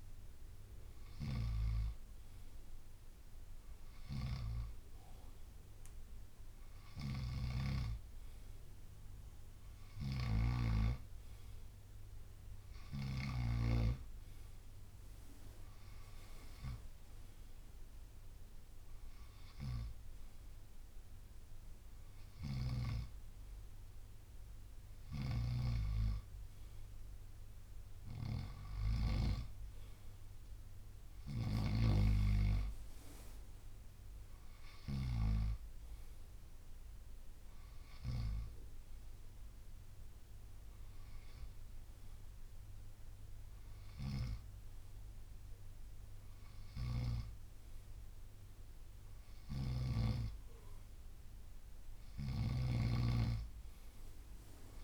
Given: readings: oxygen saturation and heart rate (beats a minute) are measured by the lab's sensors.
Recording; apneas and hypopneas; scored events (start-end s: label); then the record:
breathing in sleep by a room microphone; none
50.00-54.50 s: arousal
From the record:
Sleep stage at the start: N2 (light sleep); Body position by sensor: on the right side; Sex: male